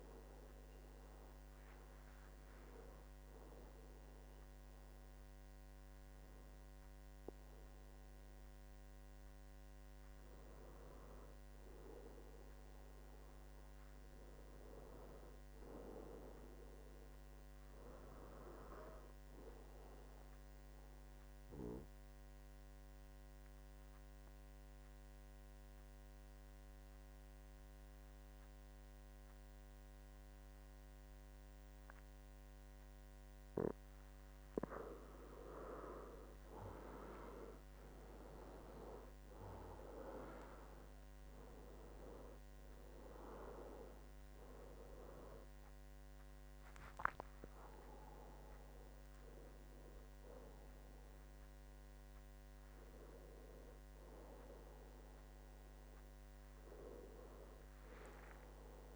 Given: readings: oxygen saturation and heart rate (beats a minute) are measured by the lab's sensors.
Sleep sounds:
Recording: a person partly awake in a sleep study, by a microphone on the trachea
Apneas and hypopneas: 2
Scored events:
0.00-8.00 s: oxygen desaturation (device-marked, oxygen 87% lowest, heart rate 66 extreme)
1.00-11.50 s: hypopnea (oxygen 97% before, 88% lowest, heart rate 77 before, 66 extreme, up 4 after)
14.50-18.00 s: arousal
21.50-35.50 s: obstructive apnea (oxygen 98% before, 89% lowest, heart rate 75 before, 66 extreme, up 16 after)
36.00-58.96 s: oxygen desaturation (device-marked, oxygen 96% before, 89% lowest, heart rate 71 before, 69 extreme)
37.00-58.96 s: new sleep stage, awake
From the record:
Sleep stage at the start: N2 (light sleep)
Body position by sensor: on the back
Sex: male

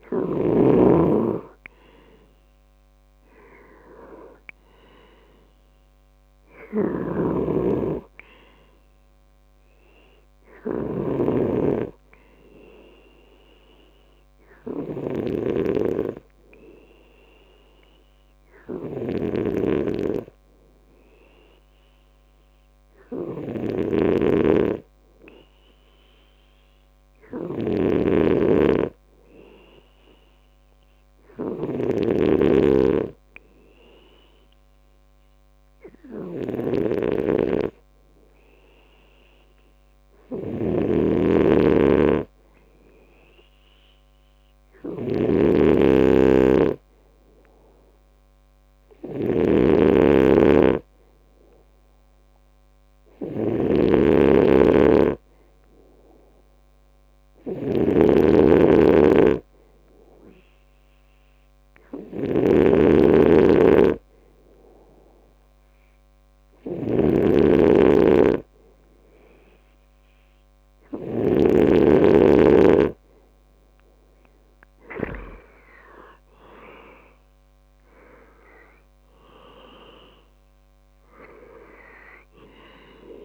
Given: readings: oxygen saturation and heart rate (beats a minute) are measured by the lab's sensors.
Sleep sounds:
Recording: breathing in sleep by a microphone on the trachea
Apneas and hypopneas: 1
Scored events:
6.50-71.50 s: snoring (device-marked)
44.00-70.00 s: hypopnea (oxygen 97% before, 92% lowest, heart rate 66 before, 65 extreme, up 6 after)
53.50-72.50 s: oxygen desaturation (device-marked, oxygen 95% before, 92% lowest, heart rate 67 before, 64 extreme)
75.00-80.00 s: arousal
From the record:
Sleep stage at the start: N2 (light sleep)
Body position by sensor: on the back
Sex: male

